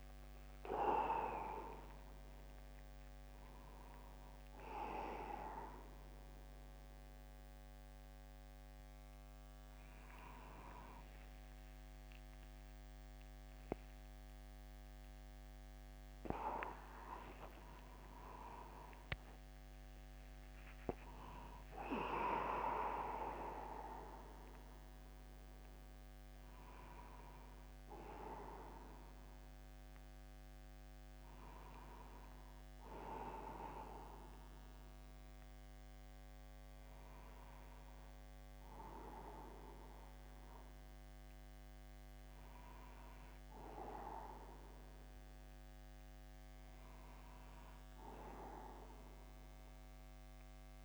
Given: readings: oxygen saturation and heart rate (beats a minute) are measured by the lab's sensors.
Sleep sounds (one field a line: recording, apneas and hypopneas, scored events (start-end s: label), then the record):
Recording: a person awake in a sleep study, by a microphone on the trachea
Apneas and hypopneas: none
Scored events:
0.00-16.50 s: oxygen desaturation (device-marked, oxygen 92% lowest, heart rate 50 extreme)
17.50-19.50 s: long interval between heartbeats (device-marked, heart rate 55 before, 70 extreme)
22.00-24.00 s: long interval between heartbeats (device-marked, heart rate 59 before, 135 extreme)
From the record:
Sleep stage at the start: awake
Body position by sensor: upright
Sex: male